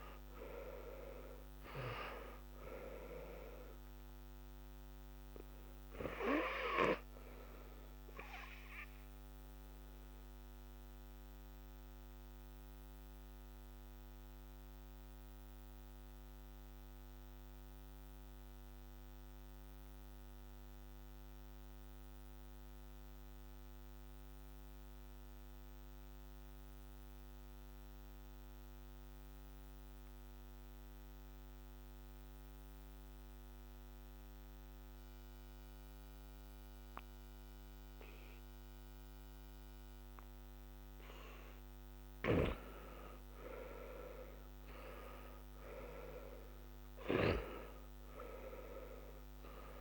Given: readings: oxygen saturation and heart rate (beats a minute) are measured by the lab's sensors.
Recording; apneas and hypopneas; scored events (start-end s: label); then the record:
breathing in sleep by a microphone on the trachea; 1
0.00-1.50 s: arousal
0.00-27.00 s: oxygen desaturation (device-marked, oxygen 81% lowest, heart rate 64 extreme)
5.00-40.50 s: obstructive apnea (oxygen 99% before, 81% lowest, heart rate 69 before, 64 extreme, up 7 after)
39.00-49.81 s: oxygen desaturation (device-marked, oxygen 98% before, 82% lowest, heart rate 67 before, 61 extreme)
42.00-45.50 s: arousal
From the record:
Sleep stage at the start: N2 (light sleep); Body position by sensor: on the back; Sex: male